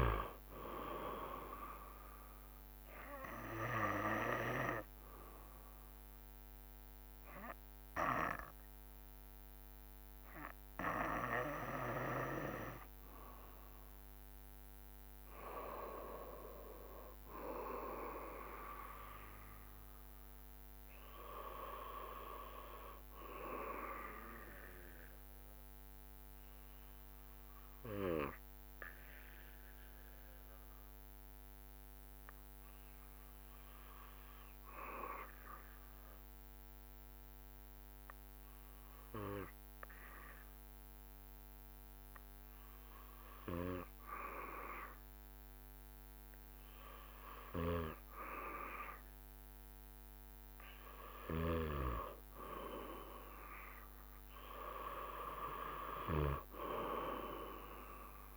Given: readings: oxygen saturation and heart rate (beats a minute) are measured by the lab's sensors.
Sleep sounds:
breathing in sleep by a microphone on the trachea; 1
0.00-2.00 s: drop in pulse transit time (device-marked, heart rate 66 extreme)
3.50-11.50 s: snoring (device-marked)
16.00-20.00 s: arousal
24.50-47.50 s: obstructive apnea (oxygen 97% before, 94% lowest, heart rate 67 before, 67 extreme, up 4 after)
54.50-58.37 s: arousal
From the record:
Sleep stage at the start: N2 (light sleep); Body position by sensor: on the back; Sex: male

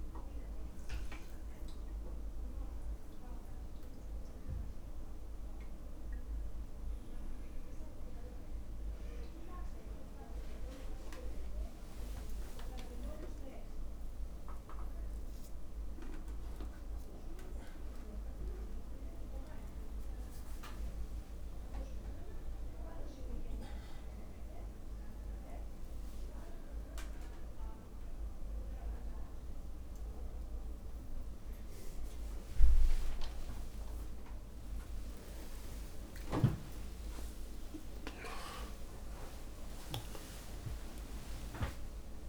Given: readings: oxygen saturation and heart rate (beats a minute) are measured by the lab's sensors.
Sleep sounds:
a person awake in a sleep study, by a room microphone; none
0.50-11.50 s: drop in pulse transit time (device-marked)
10.00-12.00 s: long interval between heartbeats (device-marked)
12.00-14.00 s: long interval between heartbeats (device-marked)
14.50-16.50 s: long interval between heartbeats (device-marked)
20.00-22.00 s: long interval between heartbeats (device-marked, heart rate 42 before, 74 extreme)
27.50-29.50 s: long interval between heartbeats (device-marked)
30.50-32.50 s: long interval between heartbeats (device-marked, heart rate 56 before, 48 extreme)
30.50-35.50 s: drop in pulse transit time (device-marked, heart rate 56 before, 48 extreme)
32.50-34.50 s: long interval between heartbeats (device-marked, heart rate 56 before, 72 extreme)
37.00-39.00 s: long interval between heartbeats (device-marked, heart rate 58 before, 107 extreme)
From the record:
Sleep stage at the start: awake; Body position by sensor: upright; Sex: male

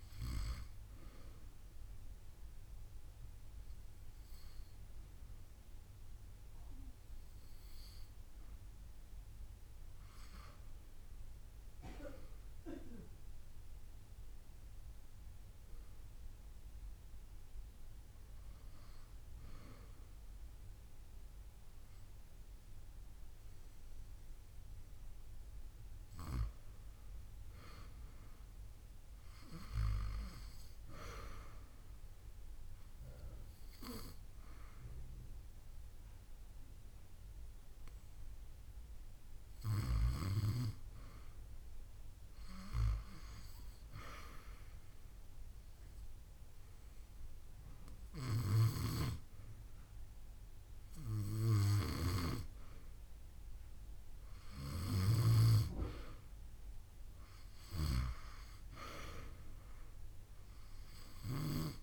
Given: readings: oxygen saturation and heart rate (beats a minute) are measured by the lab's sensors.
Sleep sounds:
breathing in sleep by a room microphone; 2
0.00-11.00 s: oxygen desaturation (device-marked, oxygen 85% lowest)
1.00-11.00 s: obstructive apnea (oxygen 93% before, 85% lowest)
12.50-17.00 s: arousal
18.00-25.00 s: oxygen desaturation (device-marked, oxygen 98% before, 94% lowest)
44.50-56.00 s: hypopnea (oxygen 97% before, 89% lowest)
47.00-61.83 s: oxygen desaturation (device-marked, oxygen 94% before, 89% lowest)
59.50-61.83 s: arousal
From the record:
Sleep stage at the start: REM sleep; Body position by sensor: on the back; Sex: female

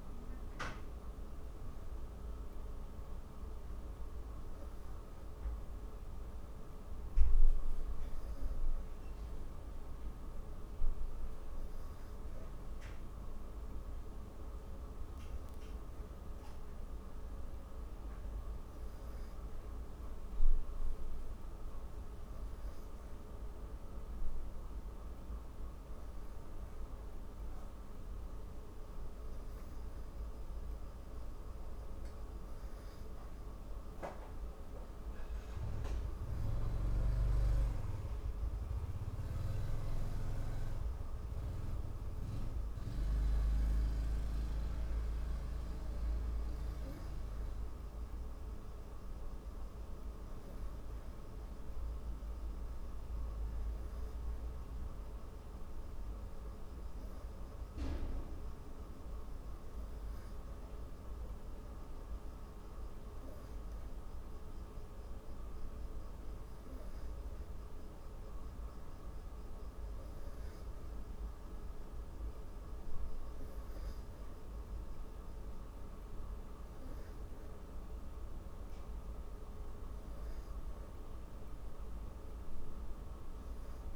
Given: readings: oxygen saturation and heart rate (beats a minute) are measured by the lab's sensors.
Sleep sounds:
breathing in sleep, hard to hear, by a room microphone; none
none scored
From the record:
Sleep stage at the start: N3 (deep sleep); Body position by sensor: on the back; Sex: female

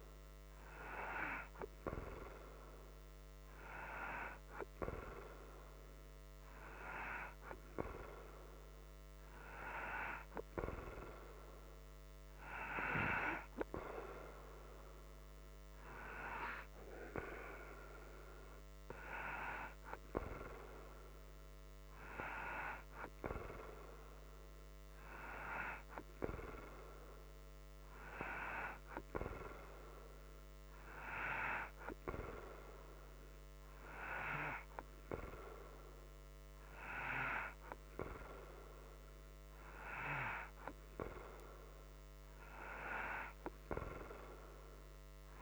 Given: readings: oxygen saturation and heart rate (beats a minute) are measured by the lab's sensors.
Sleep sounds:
breathing in sleep by a microphone on the trachea; none
none scored
From the record:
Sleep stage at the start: N2 (light sleep); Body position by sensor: upright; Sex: male

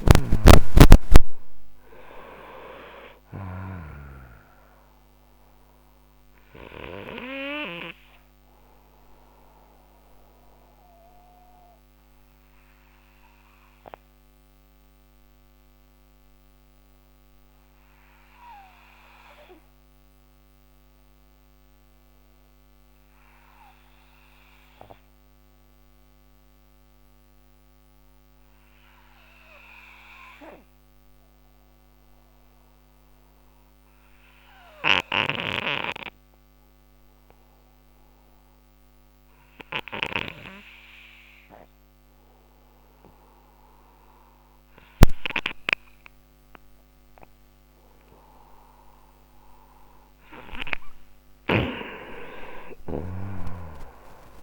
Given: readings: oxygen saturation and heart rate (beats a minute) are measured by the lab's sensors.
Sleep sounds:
breathing in sleep by a microphone on the trachea; 1
0.00-1.00 s: arousal
10.50-33.00 s: obstructive apnea (oxygen 97% before, 88% lowest, heart rate 122 before, 66 extreme, up 23 after)
14.00-30.00 s: oxygen desaturation (device-marked, oxygen 94% before, 88% lowest, heart rate 121 before, 66 extreme)
36.00-41.00 s: arousal
51.00-54.42 s: oxygen desaturation (device-marked, oxygen 96% before, 90% lowest, heart rate 90 before, 59 extreme)
51.00-54.42 s: snoring (device-marked)
From the record:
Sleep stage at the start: N2 (light sleep); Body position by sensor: on the right side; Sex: male

